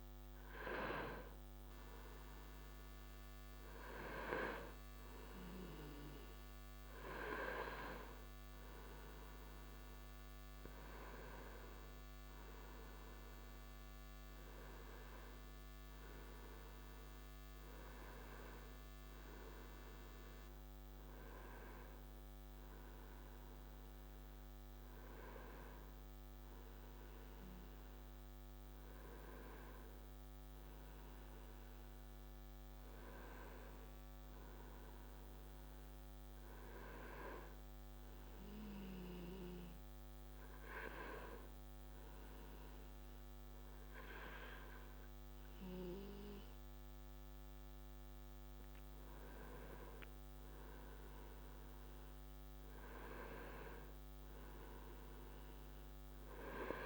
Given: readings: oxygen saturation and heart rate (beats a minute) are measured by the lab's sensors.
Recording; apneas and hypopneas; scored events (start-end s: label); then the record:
breathing in sleep by a microphone on the trachea; 1
29.50-33.00 s: arousal
36.00-49.00 s: hypopnea (oxygen 95% before, 92% lowest)
50.50-54.50 s: arousal
52.50-56.86 s: oxygen desaturation (device-marked, oxygen 95% before, 92% lowest)
From the record:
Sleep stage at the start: N1 (lightest sleep); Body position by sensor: on the right side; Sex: male